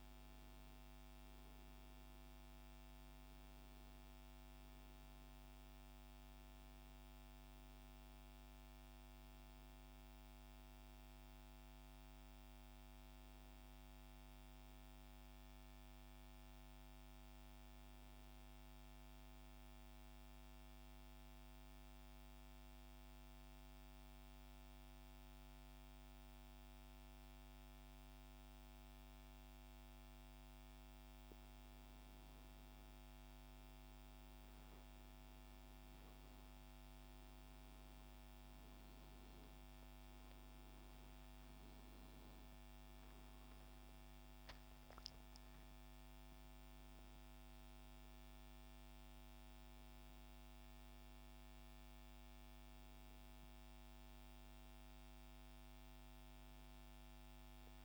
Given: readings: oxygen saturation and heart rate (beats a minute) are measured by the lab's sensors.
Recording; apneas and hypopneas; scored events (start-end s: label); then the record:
breathing in sleep, hard to hear, by a microphone on the trachea; 1
0.00-6.50 s: oxygen desaturation (device-marked, oxygen 94% lowest, heart rate 67 extreme)
20.00-32.00 s: mixed apnea (oxygen 97% before, 93% lowest, heart rate 71 before, 67 extreme, up 11 after)
33.50-37.00 s: arousal
34.50-50.50 s: oxygen desaturation (device-marked, oxygen 96% before, 93% lowest, heart rate 68 before, 69 extreme)
48.50-57.85 s: new sleep stage, N1 (lightest sleep)
From the record:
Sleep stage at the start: N2 (light sleep); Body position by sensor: on the back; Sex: male